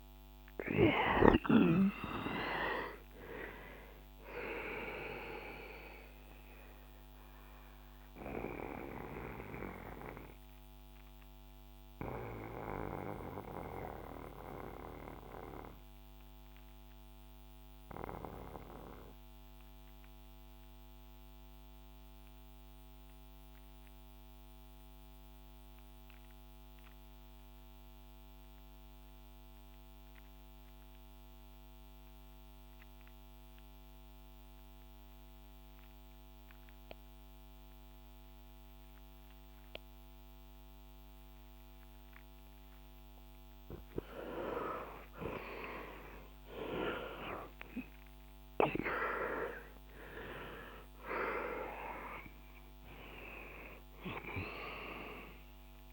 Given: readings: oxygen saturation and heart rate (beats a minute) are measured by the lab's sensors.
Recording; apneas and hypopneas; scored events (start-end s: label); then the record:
breathing in sleep by a microphone on the trachea; 1
0.00-27.00 s: oxygen desaturation (device-marked, oxygen 78% lowest, heart rate 58 extreme)
5.50-43.50 s: mixed apnea (oxygen 95% before, 78% lowest, heart rate 70 before, 58 extreme, up 22 after)
45.00-51.50 s: arousal
51.00-55.93 s: oxygen desaturation (device-marked, oxygen 98% before, 83% lowest, heart rate 64 before, 56 extreme)
From the record:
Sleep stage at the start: REM sleep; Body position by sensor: on the back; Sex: male